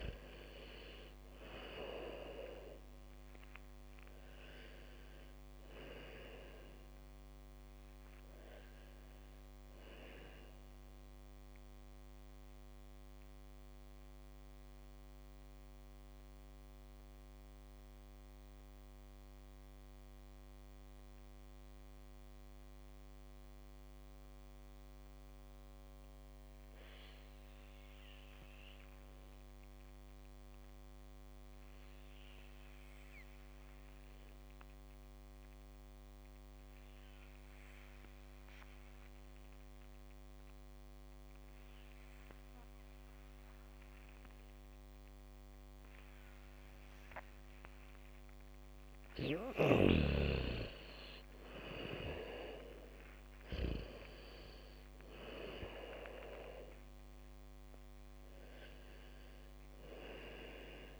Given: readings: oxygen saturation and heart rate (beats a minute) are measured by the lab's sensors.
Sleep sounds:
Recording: breathing in sleep by a microphone on the trachea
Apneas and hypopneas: 1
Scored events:
0.00-3.00 s: arousal
0.00-16.00 s: oxygen desaturation (device-marked, oxygen 79% lowest, heart rate 56 extreme)
12.50-48.00 s: mixed apnea (oxygen 98% before, 77% lowest, heart rate 73 before, 56 extreme, up 1 after)
32.00-61.00 s: oxygen desaturation (device-marked, oxygen 99% before, 77% lowest, heart rate 77 before, 56 extreme)
49.00-54.00 s: bradycardia (device-marked, heart rate 72 before, 58 extreme)
51.00-56.00 s: arousal
From the record:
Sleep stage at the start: N2 (light sleep)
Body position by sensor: on the back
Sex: female

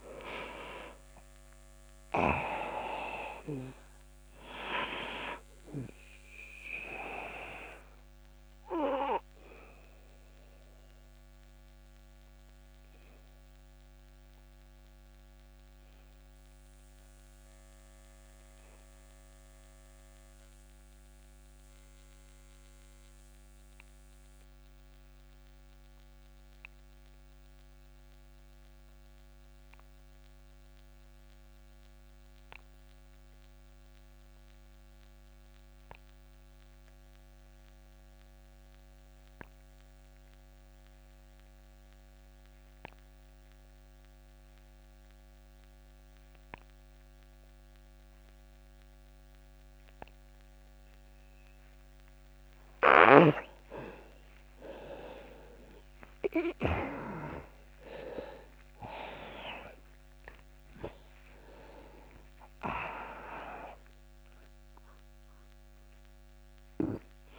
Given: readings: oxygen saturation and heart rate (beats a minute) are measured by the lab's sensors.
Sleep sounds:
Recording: breathing in sleep by a microphone on the trachea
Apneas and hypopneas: 1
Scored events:
0.00-26.00 s: oxygen desaturation (device-marked, oxygen 85% lowest)
6.50-52.50 s: obstructive apnea (oxygen 98% before, 83% lowest)
46.00-67.38 s: oxygen desaturation (device-marked, oxygen 98% before, 83% lowest)
57.00-61.00 s: arousal
From the record:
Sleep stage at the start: N2 (light sleep)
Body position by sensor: on the back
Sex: male

